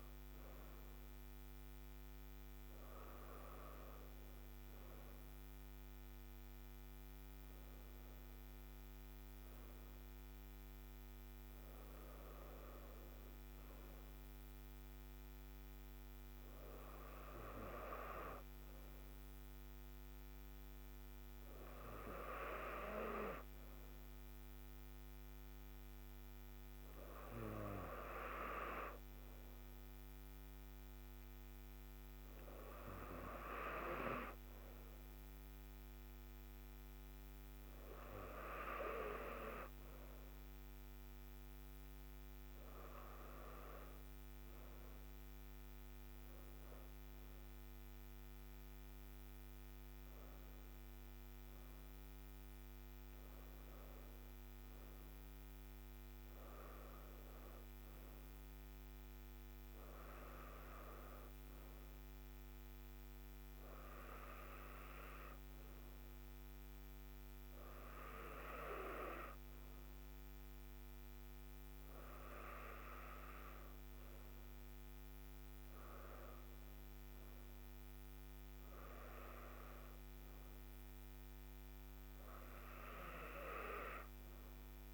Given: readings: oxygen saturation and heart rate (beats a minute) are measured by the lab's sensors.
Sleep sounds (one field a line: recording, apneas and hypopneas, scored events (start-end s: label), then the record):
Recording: breathing in sleep by a microphone on the trachea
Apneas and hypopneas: none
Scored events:
none scored
From the record:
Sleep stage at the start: N2 (light sleep)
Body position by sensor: on the right side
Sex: female